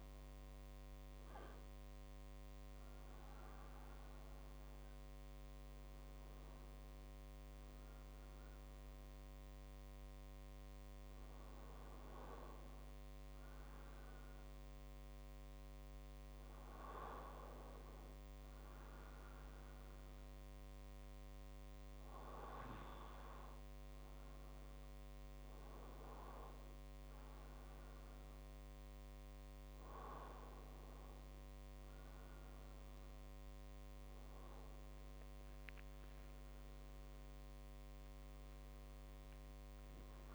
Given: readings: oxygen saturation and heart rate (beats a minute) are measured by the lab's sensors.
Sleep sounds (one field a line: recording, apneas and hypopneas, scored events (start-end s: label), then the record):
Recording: a person partly awake in a sleep study, by a microphone on the trachea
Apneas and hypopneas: none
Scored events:
30.00-40.34 s: new sleep stage, awake
From the record:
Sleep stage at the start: N2 (light sleep)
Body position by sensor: on the right side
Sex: male